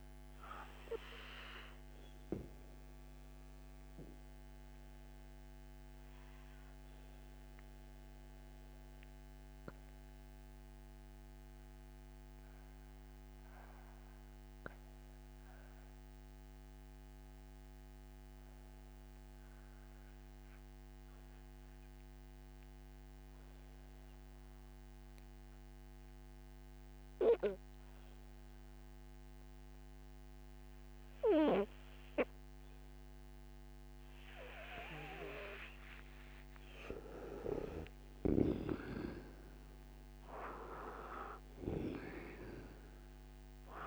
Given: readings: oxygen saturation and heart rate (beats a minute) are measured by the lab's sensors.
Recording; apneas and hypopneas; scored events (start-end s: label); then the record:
breathing in sleep by a microphone on the trachea; 1
0.00-23.50 s: oxygen desaturation (device-marked, oxygen 80% lowest, heart rate 46 extreme)
3.00-35.00 s: mixed apnea (oxygen 98% before, 80% lowest, heart rate 58 before, 46 extreme, up 3 after)
36.50-43.87 s: oxygen desaturation (device-marked, oxygen 98% before, 81% lowest, heart rate 60 before, 48 extreme)
37.00-41.50 s: arousal
From the record:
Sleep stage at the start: N2 (light sleep); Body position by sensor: on the right side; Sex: male